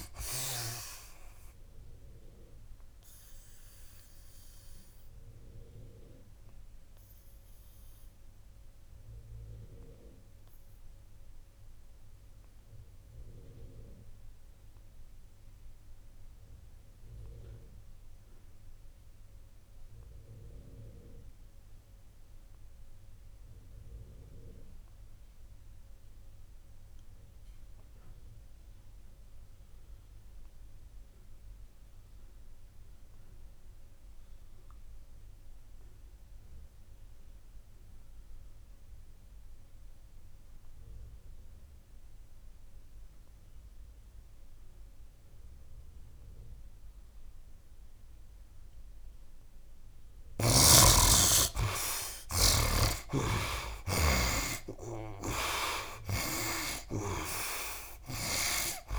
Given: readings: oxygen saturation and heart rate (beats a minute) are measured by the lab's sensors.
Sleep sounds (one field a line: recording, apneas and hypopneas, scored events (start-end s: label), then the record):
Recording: breathing in sleep by a room microphone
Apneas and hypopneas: 1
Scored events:
0.00-17.00 s: oxygen desaturation (device-marked, oxygen 53% lowest, heart rate 68 extreme)
2.50-49.00 s: obstructive apnea (oxygen 93% before, 46% lowest, heart rate 81 before, 68 extreme, up 21 after)
27.00-58.99 s: oxygen desaturation (device-marked, oxygen 93% before, 46% lowest, heart rate 71 before, 70 extreme)
52.50-56.00 s: snoring (device-marked)
52.50-57.50 s: arousal
From the record:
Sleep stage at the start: REM sleep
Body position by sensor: on the right side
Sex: male